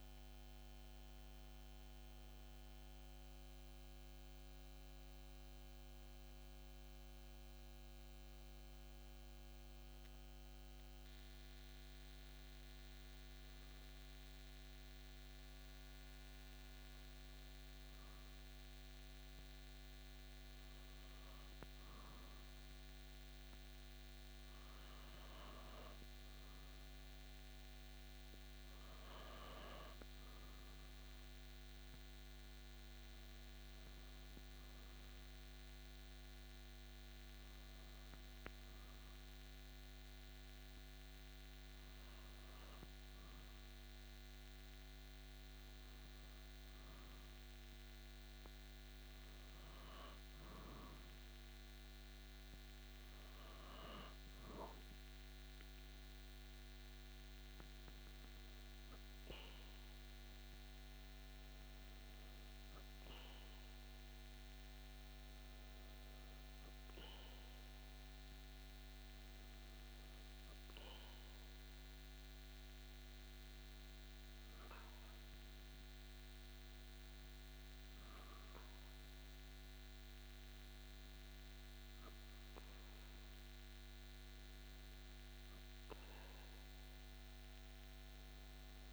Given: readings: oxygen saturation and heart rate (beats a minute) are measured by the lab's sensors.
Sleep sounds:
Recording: breathing in sleep, hard to hear, by a microphone on the trachea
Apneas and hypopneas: 1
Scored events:
0.00-18.50 s: oxygen desaturation (device-marked, oxygen 93% lowest)
0.50-88.93 s: new sleep stage, N2 (light sleep)
14.50-28.50 s: hypopnea (oxygen 97% before, 94% lowest)
31.00-34.50 s: arousal
From the record:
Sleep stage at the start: N1 (lightest sleep)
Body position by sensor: on the back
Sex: male

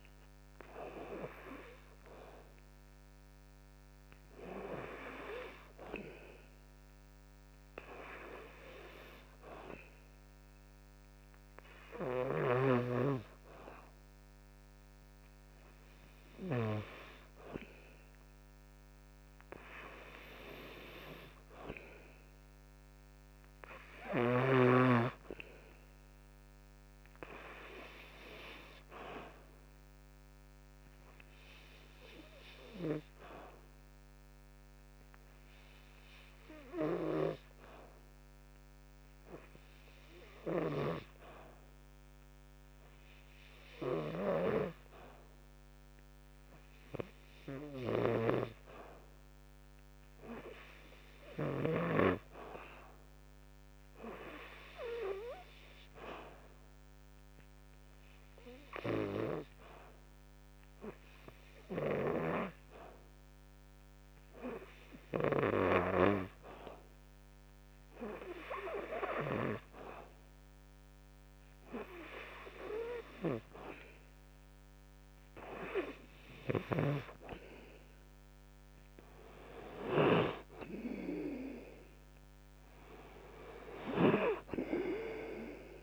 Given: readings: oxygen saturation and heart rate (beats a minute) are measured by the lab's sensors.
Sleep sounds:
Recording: breathing in sleep by a microphone on the trachea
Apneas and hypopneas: 1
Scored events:
0.00-14.50 s: oxygen desaturation (device-marked, oxygen 90% lowest, heart rate 58 extreme)
12.00-16.50 s: snoring (device-marked)
19.50-23.50 s: arousal
28.50-73.00 s: hypopnea (oxygen 96% before, 89% lowest, heart rate 60 before, 53 extreme, up 6 after)
47.50-51.50 s: snoring (device-marked)
51.50-75.50 s: oxygen desaturation (device-marked, oxygen 94% before, 89% lowest, heart rate 63 before, 53 extreme)
77.50-81.50 s: arousal
From the record:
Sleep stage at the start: N2 (light sleep)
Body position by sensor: on the back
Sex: male

